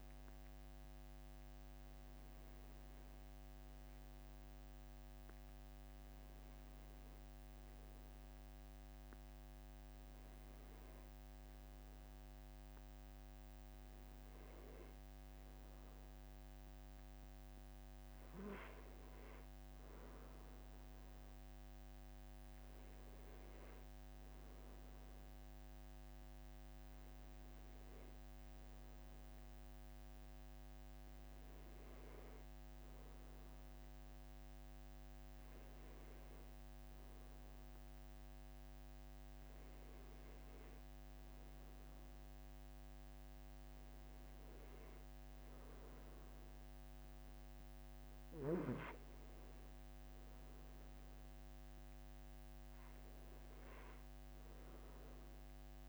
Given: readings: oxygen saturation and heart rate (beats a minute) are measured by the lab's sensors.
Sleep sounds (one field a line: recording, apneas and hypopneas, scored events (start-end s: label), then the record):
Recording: breathing in sleep, hard to hear, by a microphone on the trachea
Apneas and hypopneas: none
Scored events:
42.00-55.89 s: new sleep stage, N2 (light sleep)
From the record:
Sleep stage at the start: N1 (lightest sleep)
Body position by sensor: on the back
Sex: male